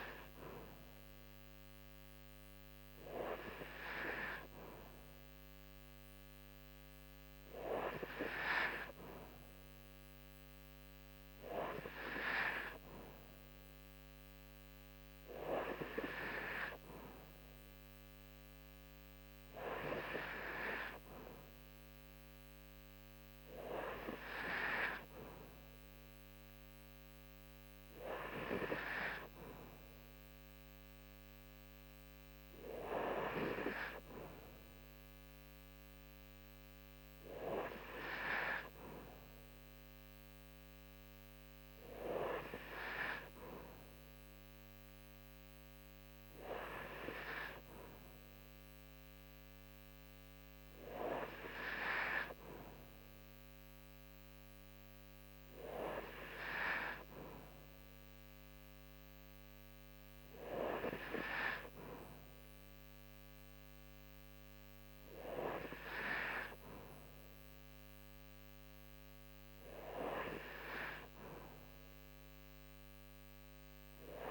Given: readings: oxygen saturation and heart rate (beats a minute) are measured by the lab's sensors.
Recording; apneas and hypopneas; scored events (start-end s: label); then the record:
breathing in sleep by a microphone on the trachea; none
none scored
From the record:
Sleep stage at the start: N2 (light sleep); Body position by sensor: on the right side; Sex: female